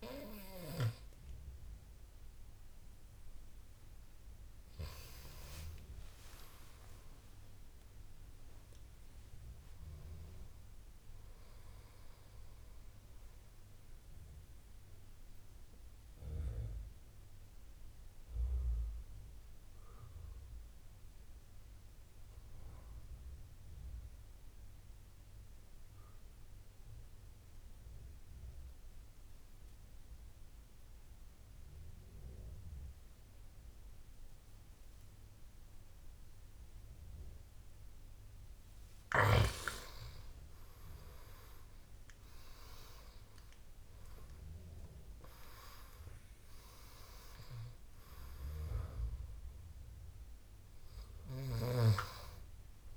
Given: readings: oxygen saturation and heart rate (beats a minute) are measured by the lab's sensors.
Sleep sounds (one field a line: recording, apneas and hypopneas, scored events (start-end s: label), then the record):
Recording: breathing in sleep by a room microphone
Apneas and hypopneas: 1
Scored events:
0.00-12.00 s: oxygen desaturation (device-marked, oxygen 89% lowest, heart rate 67 extreme)
17.50-38.50 s: mixed apnea (oxygen 97% before, 87% lowest, heart rate 79 before, 68 extreme, up 16 after)
37.00-52.97 s: oxygen desaturation (device-marked, oxygen 99% before, 87% lowest, heart rate 70 before, 70 extreme)
40.00-43.50 s: arousal
From the record:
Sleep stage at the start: N2 (light sleep)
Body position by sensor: on the right side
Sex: male